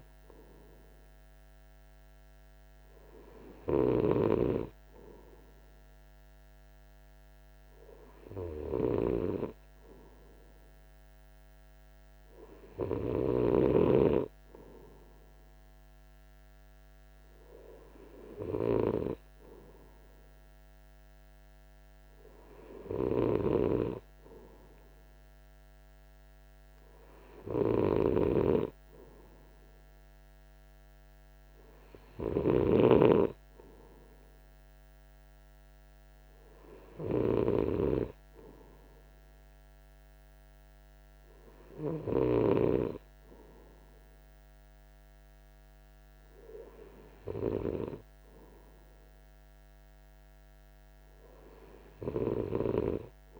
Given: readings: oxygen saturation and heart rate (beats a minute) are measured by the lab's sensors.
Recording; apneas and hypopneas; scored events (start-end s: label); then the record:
breathing in sleep by a microphone on the trachea; none
none scored
From the record:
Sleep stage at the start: N3 (deep sleep); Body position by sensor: on the right side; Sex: male